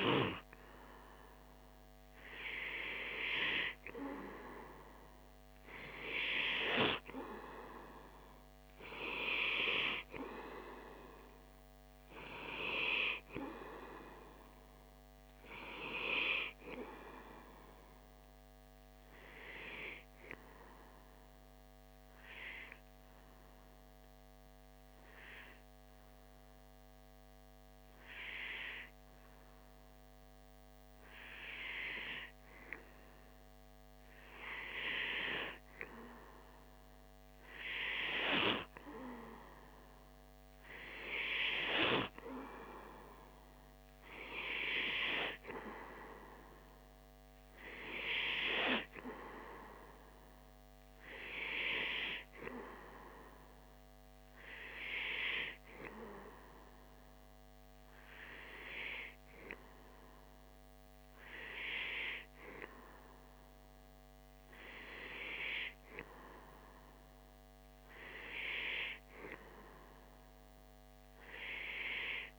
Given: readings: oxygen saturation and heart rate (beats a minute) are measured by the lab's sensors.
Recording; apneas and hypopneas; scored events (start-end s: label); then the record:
breathing in sleep by a microphone on the trachea; 1
9.50-14.00 s: arousal
19.00-31.00 s: hypopnea (oxygen 93% before, 92% lowest)
33.00-37.00 s: arousal
From the record:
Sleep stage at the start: N2 (light sleep); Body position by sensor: on the back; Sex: male